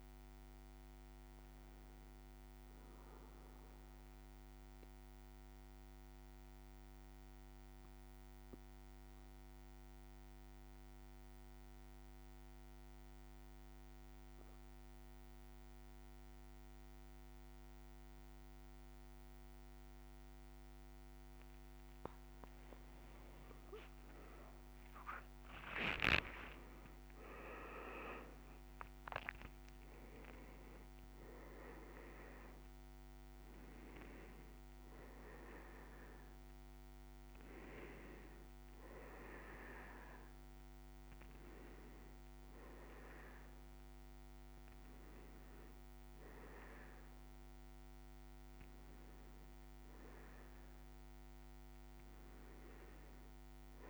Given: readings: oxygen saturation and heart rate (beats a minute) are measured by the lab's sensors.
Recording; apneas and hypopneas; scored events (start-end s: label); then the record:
breathing in sleep by a microphone on the trachea; 1
0.00-17.00 s: oxygen desaturation (device-marked, oxygen 99% before, 96% lowest, heart rate 56 before, 56 extreme)
5.00-21.00 s: central apnea (oxygen 100% before, 93% lowest, heart rate 57 before, 56 extreme, up 5 after)
23.00-25.00 s: leg movement (device-marked)
24.50-29.50 s: arousal
25.50-27.50 s: leg movement (device-marked)
28.00-53.90 s: oxygen desaturation (device-marked, oxygen 97% before, 93% lowest, heart rate 57 before, 55 extreme)
From the record:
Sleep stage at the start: N2 (light sleep); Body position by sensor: on the back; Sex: male